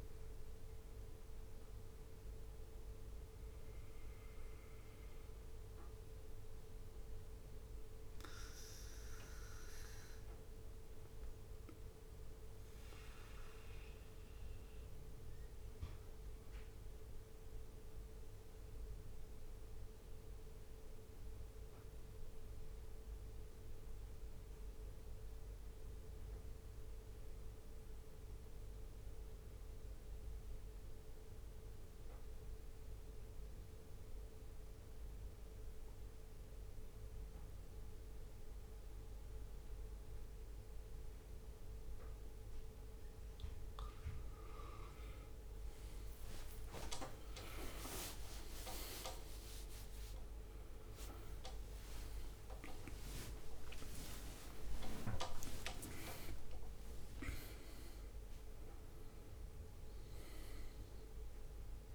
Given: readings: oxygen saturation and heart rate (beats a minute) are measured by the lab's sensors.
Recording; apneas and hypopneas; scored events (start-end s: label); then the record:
a person partly awake in a sleep study, by a room microphone; 1
0.00-12.50 s: oxygen desaturation (device-marked, oxygen 94% lowest, heart rate 64 extreme)
7.50-42.50 s: obstructive apnea (oxygen 98% before, 90% lowest, heart rate 70 before, 64 extreme, up 5 after)
34.50-55.50 s: oxygen desaturation (device-marked, oxygen 98% before, 90% lowest, heart rate 65 before, 67 extreme)
38.50-61.95 s: new sleep stage, awake
51.50-57.50 s: leg movement (device-marked)
From the record:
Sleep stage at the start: N2 (light sleep); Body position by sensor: on the back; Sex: male